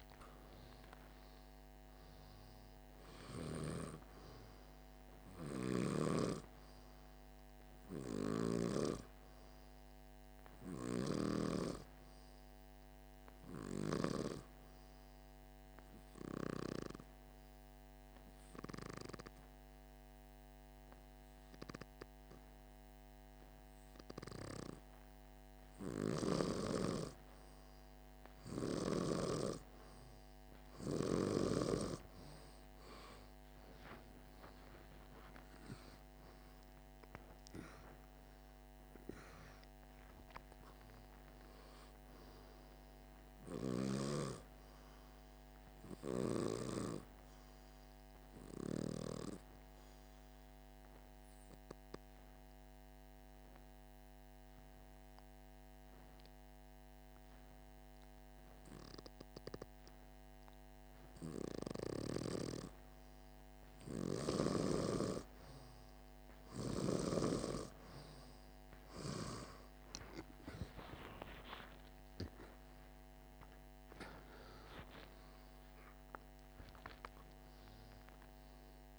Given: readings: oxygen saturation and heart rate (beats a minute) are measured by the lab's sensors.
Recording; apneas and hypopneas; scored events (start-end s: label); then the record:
breathing in sleep by a microphone on the trachea; 2
4.50-19.50 s: oxygen desaturation (device-marked, oxygen 98% before, 95% lowest, heart rate 53 before, 48 extreme)
14.50-26.50 s: hypopnea (oxygen 98% before, 93% lowest, heart rate 53 before, 48 extreme, up 0 after)
30.00-34.00 s: arousal
43.50-52.50 s: oxygen desaturation (device-marked, oxygen 98% before, 95% lowest, heart rate 49 before, 47 extreme)
51.00-63.00 s: obstructive apnea (oxygen 99% before, 93% lowest, heart rate 50 before, 47 extreme, up 17 after)
71.00-76.00 s: arousal
From the record:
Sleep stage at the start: N2 (light sleep); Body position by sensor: on the back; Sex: male